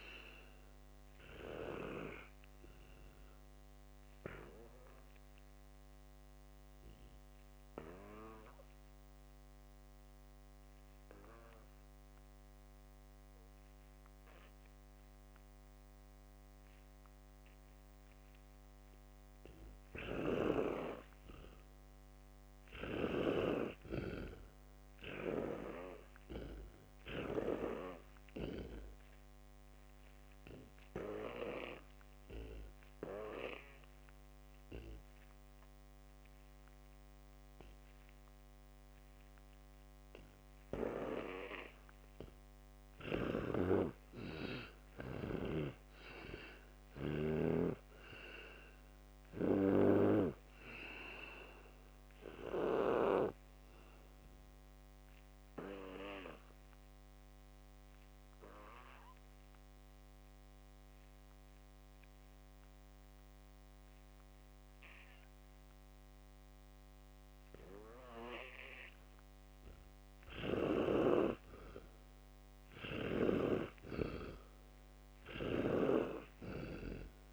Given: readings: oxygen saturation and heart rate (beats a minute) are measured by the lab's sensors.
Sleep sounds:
breathing in sleep by a microphone on the trachea; 2
3.00-43.50 s: obstructive apnea (oxygen 95% before, 85% lowest, heart rate 83 before, 58 extreme, up 9 after)
18.00-22.00 s: oxygen desaturation (device-marked, oxygen 97% before, 91% lowest, heart rate 67 before, 58 extreme)
28.00-50.00 s: oxygen desaturation (device-marked, oxygen 100% before, 85% lowest, heart rate 61 before, 62 extreme)
43.50-47.50 s: snoring (device-marked)
45.50-49.50 s: arousal
55.00-70.50 s: obstructive apnea (oxygen 100% before, 85% lowest, heart rate 67 before, 62 extreme, up 2 after)
66.00-75.00 s: oxygen desaturation (device-marked, oxygen 95% before, 91% lowest, heart rate 67 before, 62 extreme)
71.00-76.00 s: snoring (device-marked)
72.50-76.00 s: arousal
From the record:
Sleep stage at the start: N2 (light sleep); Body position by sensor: on the back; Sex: male

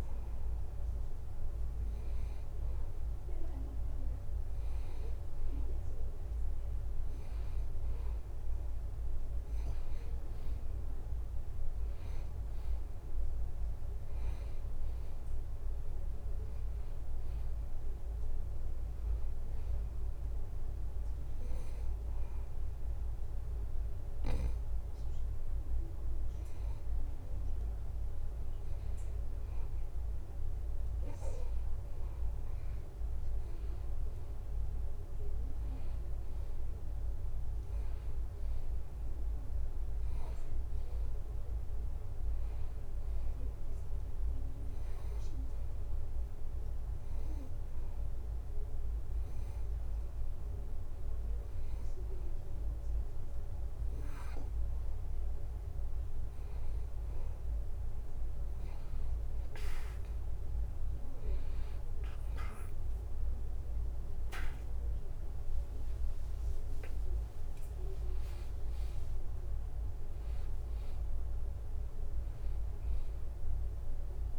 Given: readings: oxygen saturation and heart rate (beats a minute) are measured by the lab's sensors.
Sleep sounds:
breathing in sleep, hard to hear, by a room microphone; 2
19.00-29.00 s: hypopnea (oxygen 93% before, 91% lowest, heart rate 82 before, 83 extreme, up 1 after)
33.00-37.00 s: arousal
45.00-55.00 s: hypopnea (oxygen 93% before, 91% lowest, heart rate 83 before, 82 extreme, up 1 after)
63.50-68.00 s: arousal
From the record:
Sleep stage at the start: N2 (light sleep); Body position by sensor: on the back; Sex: male

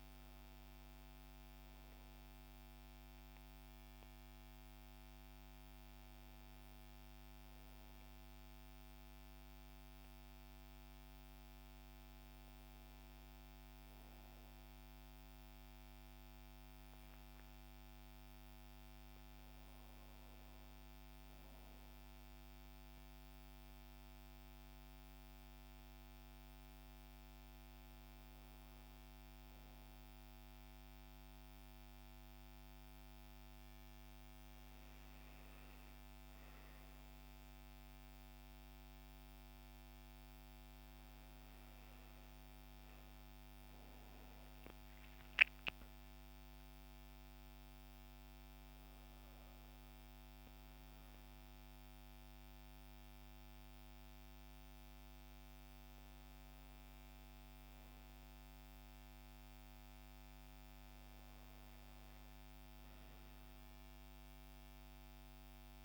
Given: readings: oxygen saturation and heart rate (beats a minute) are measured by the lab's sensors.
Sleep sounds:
a person awake in a sleep study, hard to hear, by a microphone on the trachea; none
none scored
From the record:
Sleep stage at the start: awake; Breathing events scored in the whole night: 464 in 7.3 hours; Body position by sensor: on the back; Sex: female

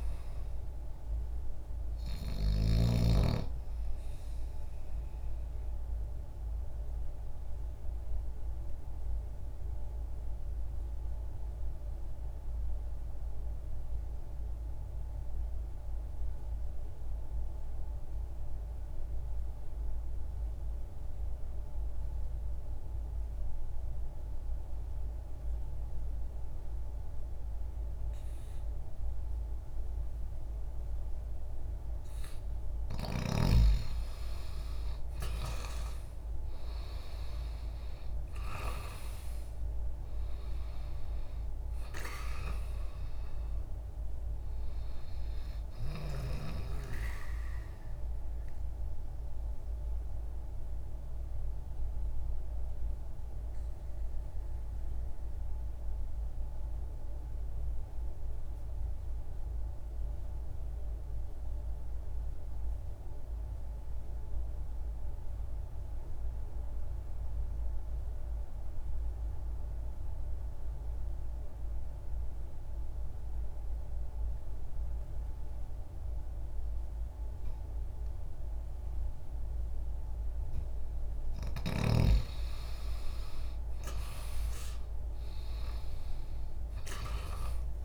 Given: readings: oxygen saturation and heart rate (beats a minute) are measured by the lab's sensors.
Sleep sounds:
breathing in sleep by a room microphone; 2
0.00-25.00 s: oxygen desaturation (device-marked, oxygen 80% lowest, heart rate 60 extreme)
4.50-32.00 s: obstructive apnea (oxygen 97% before, 80% lowest, heart rate 60 before, 60 extreme, up 0 after)
30.00-50.00 s: oxygen desaturation (device-marked, oxygen 96% before, 87% lowest, heart rate 60 before, 60 extreme)
35.00-39.50 s: arousal
48.00-81.00 s: obstructive apnea (oxygen 96% before, 82% lowest, heart rate 60 before, 59 extreme, up 0 after)
56.00-68.00 s: oxygen desaturation (device-marked, oxygen 88% before, 82% lowest, heart rate 60 before, 60 extreme)
81.00-87.85 s: oxygen desaturation (device-marked, oxygen 97% before, 90% lowest, heart rate 60 before, 59 extreme)
85.50-87.85 s: arousal
From the record:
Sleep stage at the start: N2 (light sleep); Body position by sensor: on the left side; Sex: male

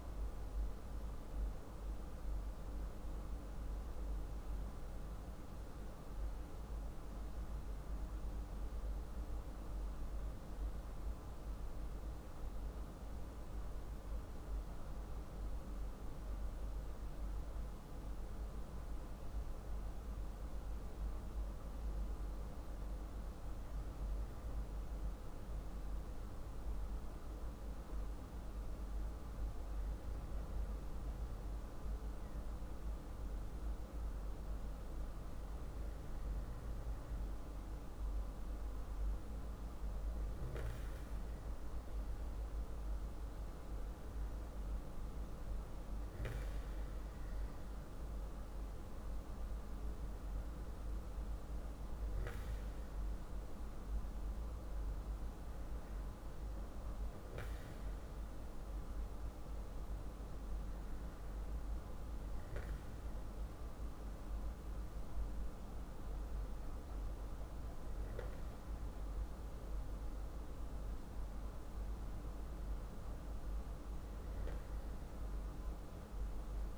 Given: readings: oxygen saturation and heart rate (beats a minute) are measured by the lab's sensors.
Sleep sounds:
breathing in sleep, hard to hear, by a room microphone; none
0.00-11.50 s: oxygen desaturation (device-marked, oxygen 93% lowest, heart rate 44 extreme)
From the record:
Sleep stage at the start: N2 (light sleep); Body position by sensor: on the back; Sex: male

